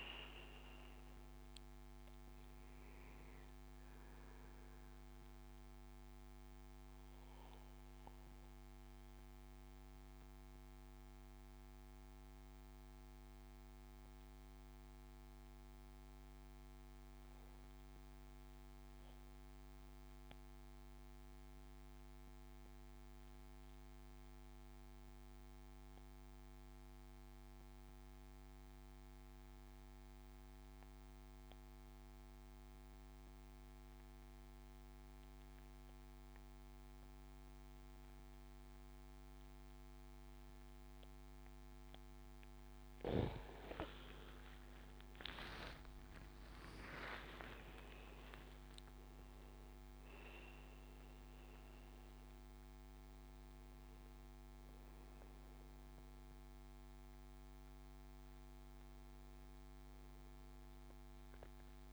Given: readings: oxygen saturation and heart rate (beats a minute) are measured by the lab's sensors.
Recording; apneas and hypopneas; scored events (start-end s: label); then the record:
breathing in sleep by a microphone on the trachea; 1
0.00-15.00 s: oxygen desaturation (device-marked, oxygen 92% lowest, heart rate 59 extreme)
4.50-41.50 s: mixed apnea (oxygen 99% before, 89% lowest, heart rate 77 before, 61 extreme, up 18 after)
33.00-61.93 s: oxygen desaturation (device-marked, oxygen 99% before, 89% lowest, heart rate 69 before, 62 extreme)
44.00-48.00 s: arousal
From the record:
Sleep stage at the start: N2 (light sleep); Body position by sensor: on the back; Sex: male